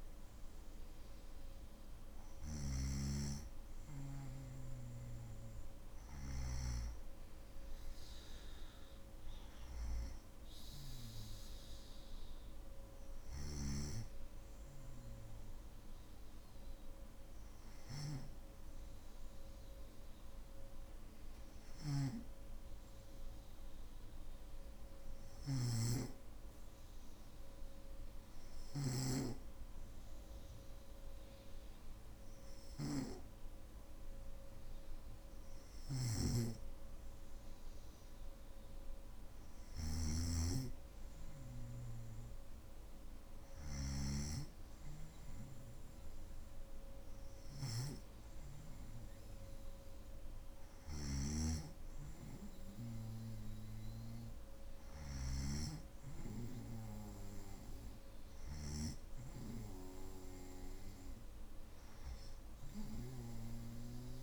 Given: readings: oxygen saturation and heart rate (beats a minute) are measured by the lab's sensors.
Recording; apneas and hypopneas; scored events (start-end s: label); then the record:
breathing in sleep by a room microphone; none
35.00-43.50 s: snoring (device-marked)
50.50-55.00 s: snoring (device-marked)
From the record:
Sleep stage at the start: N3 (deep sleep); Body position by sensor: on the back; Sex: male